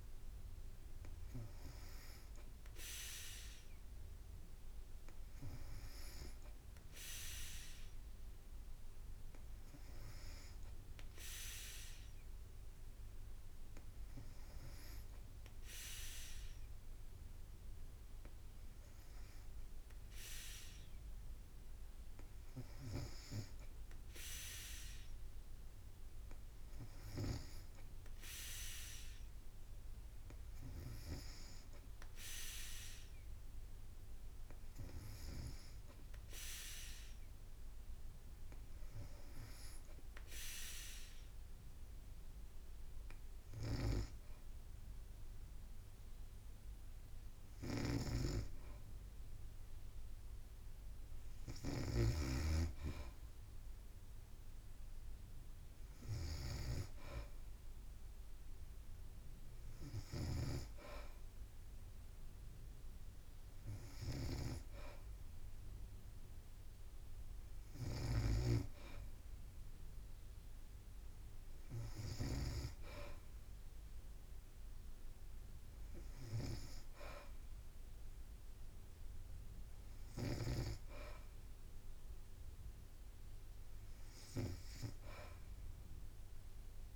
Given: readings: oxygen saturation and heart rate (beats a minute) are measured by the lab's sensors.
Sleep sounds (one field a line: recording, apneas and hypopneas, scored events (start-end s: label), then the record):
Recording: breathing in sleep by a room microphone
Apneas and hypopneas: 2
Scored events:
10.50-23.00 s: hypopnea (oxygen 95% before, 91% lowest, heart rate 56 before, 54 extreme, up 2 after)
31.50-34.50 s: arousal
37.00-48.00 s: hypopnea (oxygen 95% before, 91% lowest, heart rate 55 before, 56 extreme, up 1 after)
47.50-52.00 s: snoring (device-marked)
50.00-53.50 s: arousal
60.00-80.50 s: snoring (device-marked)
62.50-69.50 s: oxygen desaturation (device-marked, oxygen 94% before, 91% lowest, heart rate 57 before, 56 extreme)
From the record:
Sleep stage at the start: N2 (light sleep)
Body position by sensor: on the back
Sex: female